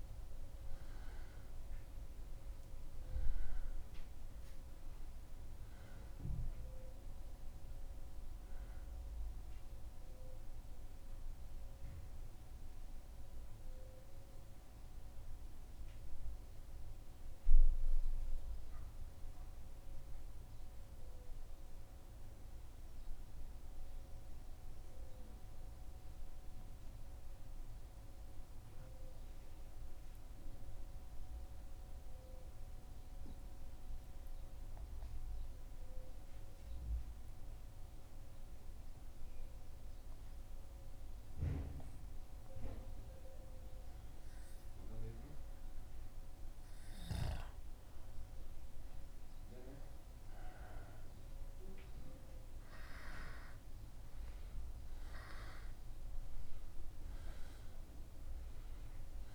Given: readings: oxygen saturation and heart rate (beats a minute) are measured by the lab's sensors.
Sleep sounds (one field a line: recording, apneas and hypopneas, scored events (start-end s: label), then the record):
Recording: breathing in sleep by a room microphone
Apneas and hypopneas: 1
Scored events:
11.00-46.00 s: mixed apnea (oxygen 92% before, 92% lowest, heart rate 76 before, 73 extreme, up 0 after)
48.00-52.50 s: arousal
From the record:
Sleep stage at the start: N2 (light sleep)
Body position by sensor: on the back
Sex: male